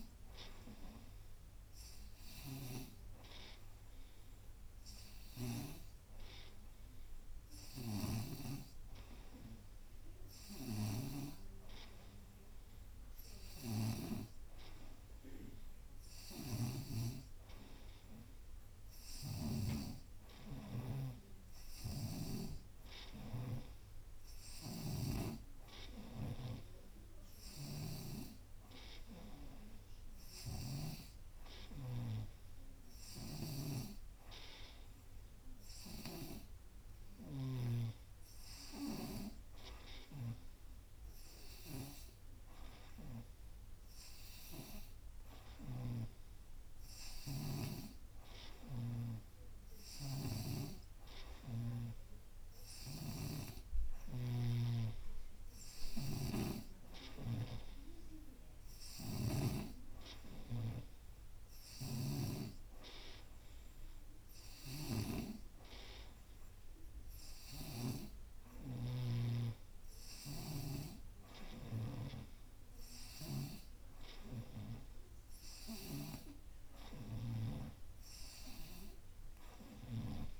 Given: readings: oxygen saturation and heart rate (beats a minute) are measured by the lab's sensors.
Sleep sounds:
breathing in sleep by a room microphone; none
19.00-22.50 s: snoring (device-marked)
24.50-52.00 s: snoring (device-marked)
54.00-62.50 s: snoring (device-marked)
68.50-80.40 s: snoring (device-marked)
From the record:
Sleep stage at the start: N2 (light sleep); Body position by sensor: on the right side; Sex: female

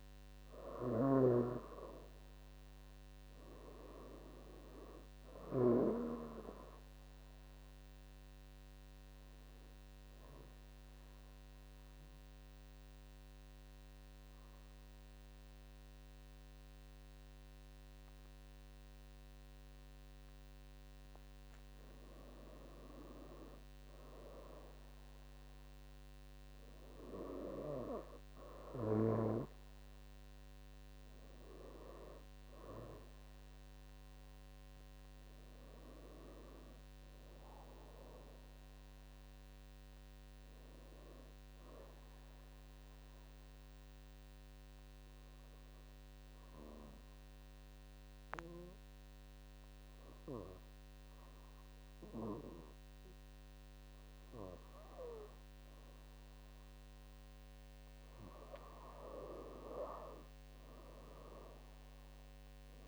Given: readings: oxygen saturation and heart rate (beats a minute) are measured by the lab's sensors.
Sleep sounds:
breathing in sleep by a microphone on the trachea; 2
0.00-20.50 s: oxygen desaturation (device-marked, oxygen 93% lowest, heart rate 68 extreme)
9.00-20.00 s: obstructive apnea (oxygen 98% before, 93% lowest, heart rate 71 before, 68 extreme, up 13 after)
23.00-28.00 s: arousal
41.50-56.50 s: obstructive apnea (oxygen 97% before, 93% lowest, heart rate 74 before, 66 extreme, up 8 after)
58.50-62.00 s: arousal
From the record:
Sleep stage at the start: N2 (light sleep); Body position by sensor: on the back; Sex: female

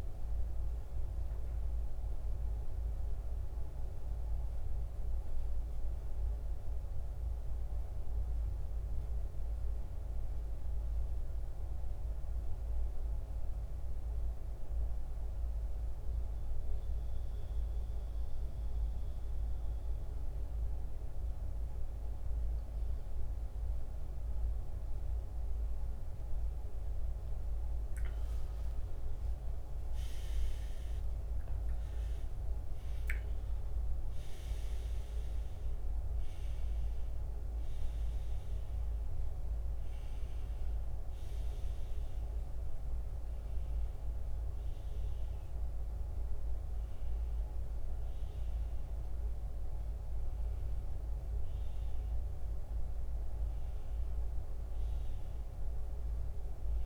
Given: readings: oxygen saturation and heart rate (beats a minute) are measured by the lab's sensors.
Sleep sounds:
breathing in sleep, hard to hear, by a room microphone; 1
0.50-26.50 s: central apnea (oxygen 97% before, 85% lowest, heart rate 68 before, 61 extreme, up 17 after)
13.00-56.86 s: oxygen desaturation (device-marked, oxygen 96% before, 85% lowest, heart rate 65 before, 61 extreme)
28.00-32.00 s: arousal
From the record:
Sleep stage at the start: N2 (light sleep); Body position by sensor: on the back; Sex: male

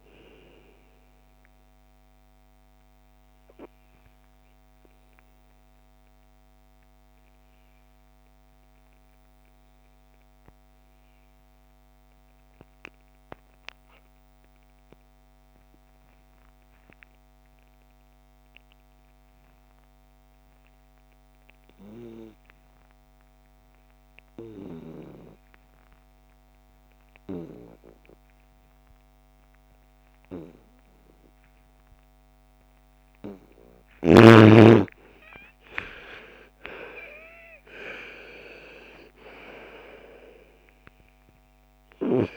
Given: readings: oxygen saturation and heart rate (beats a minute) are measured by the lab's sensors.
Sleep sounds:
breathing in sleep by a microphone on the trachea; 1
0.00-9.50 s: oxygen desaturation (device-marked, oxygen 82% lowest, heart rate 57 extreme)
2.00-32.50 s: obstructive apnea (oxygen 99% before, 77% lowest, heart rate 67 before, 56 extreme, up 12 after)
20.50-42.37 s: oxygen desaturation (device-marked, oxygen 99% before, 77% lowest, heart rate 60 before, 37 extreme)
33.50-37.50 s: arousal
From the record:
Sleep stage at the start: N2 (light sleep); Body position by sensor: on the right side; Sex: female

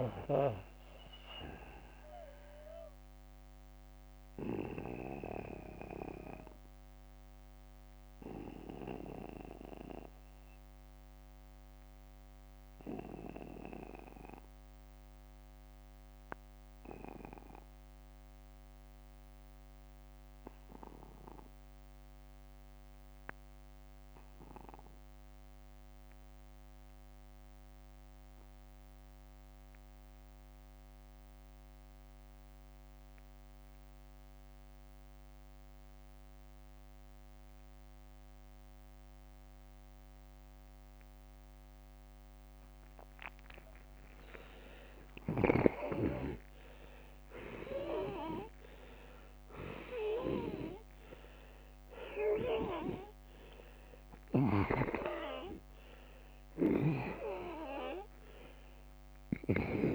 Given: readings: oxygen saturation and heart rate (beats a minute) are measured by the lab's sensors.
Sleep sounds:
breathing in sleep by a microphone on the trachea; 1
0.00-18.50 s: oxygen desaturation (device-marked, oxygen 80% lowest, heart rate 38 extreme)
1.50-41.50 s: obstructive apnea (oxygen 98% before, 79% lowest, heart rate 72 before, 38 extreme, up 14 after)
18.50-20.50 s: long interval between heartbeats (device-marked, heart rate 57 before, 47 extreme)
32.50-59.95 s: oxygen desaturation (device-marked, oxygen 97% before, 79% lowest, heart rate 47 before, 46 extreme)
43.50-45.50 s: long interval between heartbeats (device-marked, heart rate 49 before, 54 extreme)
44.00-47.50 s: arousal
From the record:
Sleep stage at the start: N2 (light sleep); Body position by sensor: on the back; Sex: male

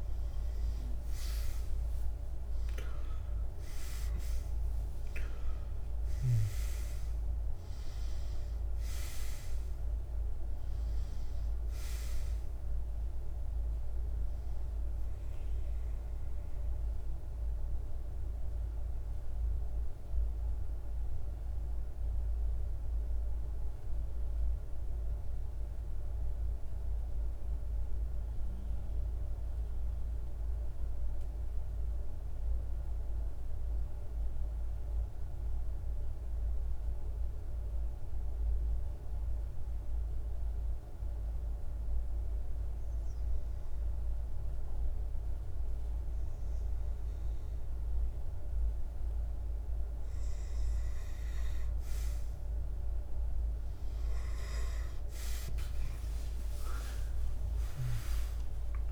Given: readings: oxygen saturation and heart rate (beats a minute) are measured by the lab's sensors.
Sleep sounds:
breathing in sleep, hard to hear, by a room microphone; 1
0.00-3.00 s: arousal
0.00-25.00 s: oxygen desaturation (device-marked, oxygen 90% lowest, heart rate 48 extreme)
16.00-46.50 s: mixed apnea (oxygen 98% before, 89% lowest, heart rate 64 before, 48 extreme, up 5 after)
44.00-58.92 s: oxygen desaturation (device-marked, oxygen 98% before, 89% lowest, heart rate 50 before, 48 extreme)
54.50-58.50 s: arousal
From the record:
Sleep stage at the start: N2 (light sleep); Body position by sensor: on the back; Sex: male

